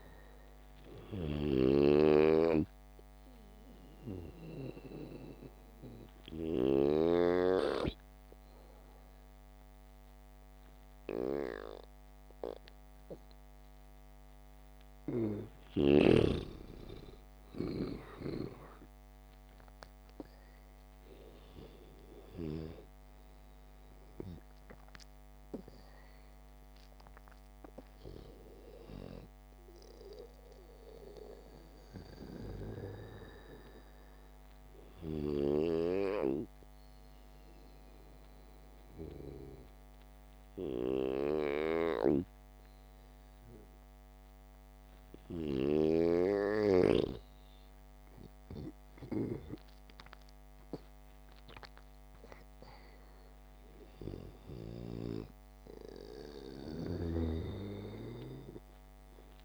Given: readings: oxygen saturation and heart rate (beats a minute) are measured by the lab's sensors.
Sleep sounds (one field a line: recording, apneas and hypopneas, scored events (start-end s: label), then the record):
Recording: breathing in sleep by a microphone on the trachea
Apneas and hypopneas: 2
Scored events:
0.00-5.50 s: oxygen desaturation (device-marked, oxygen 84% lowest, heart rate 75 extreme)
0.00-8.00 s: snoring (device-marked)
7.50-17.50 s: obstructive apnea (oxygen 98% before, 91% lowest, heart rate 86 before, 75 extreme, up 9 after)
19.00-24.50 s: arousal
26.50-42.50 s: oxygen desaturation (device-marked, oxygen 96% before, 91% lowest, heart rate 79 before, 75 extreme)
40.00-51.50 s: hypopnea (oxygen 96% before, 93% lowest, heart rate 80 before, 75 extreme, up 12 after)
52.50-57.00 s: arousal
From the record:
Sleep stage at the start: N2 (light sleep)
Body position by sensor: on the back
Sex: male